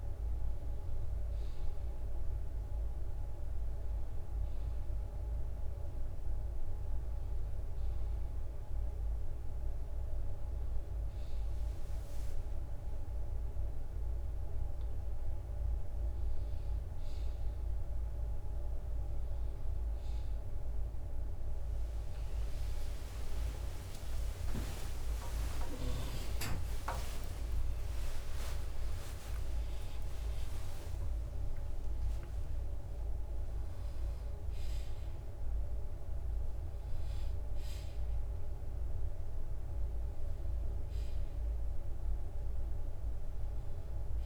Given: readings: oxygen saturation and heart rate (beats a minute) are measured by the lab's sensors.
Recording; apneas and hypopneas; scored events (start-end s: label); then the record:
breathing in sleep, hard to hear, by a room microphone; none
20.50-29.50 s: tachycardia (device-marked, heart rate 67 before, 144 extreme)
21.00-27.00 s: arousal
21.50-23.50 s: long interval between heartbeats (device-marked, heart rate 70 before, 80 extreme)
23.50-39.50 s: drop in pulse transit time (device-marked, heart rate 71 before, 71 extreme)
24.50-26.50 s: long interval between heartbeats (device-marked, heart rate 73 before, 117 extreme)
27.50-29.50 s: long interval between heartbeats (device-marked, heart rate 81 before, 140 extreme)
From the record:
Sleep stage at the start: N1 (lightest sleep); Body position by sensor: on the right side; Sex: male